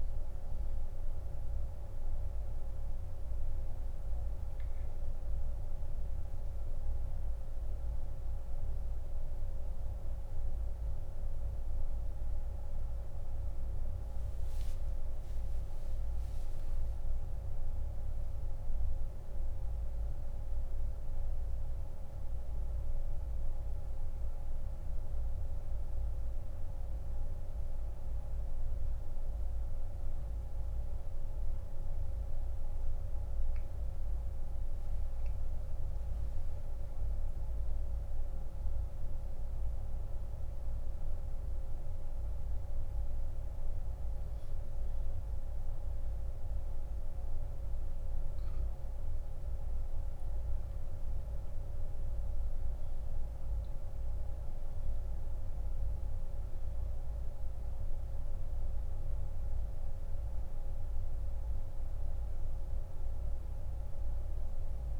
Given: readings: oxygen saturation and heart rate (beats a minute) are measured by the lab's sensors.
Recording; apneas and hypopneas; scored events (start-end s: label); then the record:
breathing in sleep, hard to hear, by a room microphone; 1
0.00-35.50 s: oxygen desaturation (device-marked, oxygen 85% lowest)
14.00-18.00 s: arousal
22.00-36.50 s: mixed apnea (oxygen 93% before, 85% lowest)
40.00-44.00 s: arousal
50.50-65.00 s: new sleep stage, N2 (light sleep)
56.50-65.00 s: oxygen desaturation (device-marked, oxygen 97% before, 90% lowest)
From the record:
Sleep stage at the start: N1 (lightest sleep); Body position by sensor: on the back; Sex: male